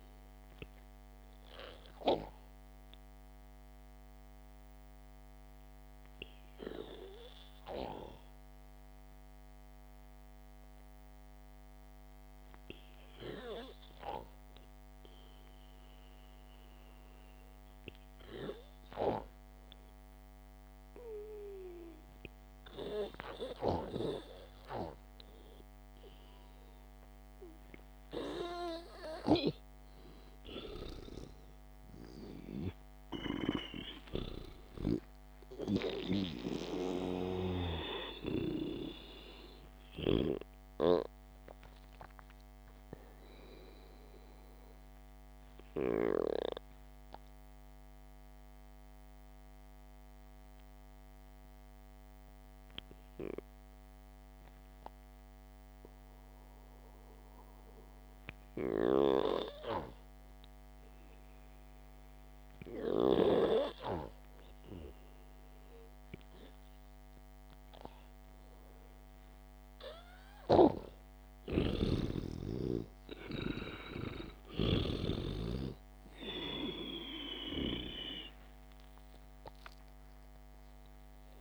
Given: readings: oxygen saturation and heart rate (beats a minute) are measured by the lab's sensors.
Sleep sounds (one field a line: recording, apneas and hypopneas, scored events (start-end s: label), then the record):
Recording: breathing in sleep by a microphone on the trachea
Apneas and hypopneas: 2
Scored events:
2.50-16.00 s: obstructive apnea (oxygen 97% before, 92% lowest, heart rate 58 before, 54 extreme, up 6 after)
18.50-22.00 s: arousal
37.00-41.00 s: arousal
46.50-58.00 s: mixed apnea (oxygen 98% before, 91% lowest, heart rate 59 before, 52 extreme, up 1 after)
56.00-63.00 s: oxygen desaturation (device-marked, oxygen 96% before, 93% lowest, heart rate 62 before, 52 extreme)
60.50-64.50 s: arousal
68.00-77.00 s: oxygen desaturation (device-marked, oxygen 98% before, 95% lowest, heart rate 62 before, 55 extreme)
72.00-75.50 s: snoring (device-marked)
79.00-81.41 s: oxygen desaturation (device-marked, oxygen 99% before, 91% lowest, heart rate 57 before, 54 extreme)
From the record:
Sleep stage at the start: N2 (light sleep)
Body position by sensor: on the back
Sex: male